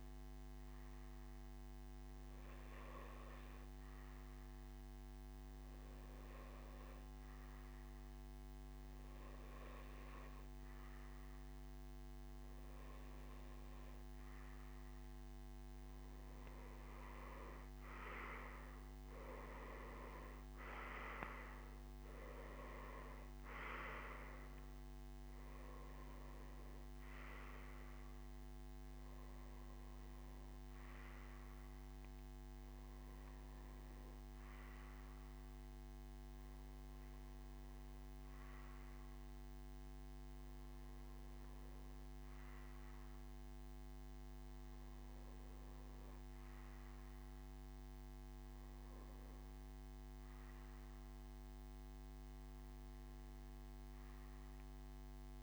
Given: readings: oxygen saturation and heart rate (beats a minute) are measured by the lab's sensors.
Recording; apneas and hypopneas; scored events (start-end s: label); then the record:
breathing in sleep by a microphone on the trachea; none
none scored
From the record:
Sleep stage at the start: N2 (light sleep); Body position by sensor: on the back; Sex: male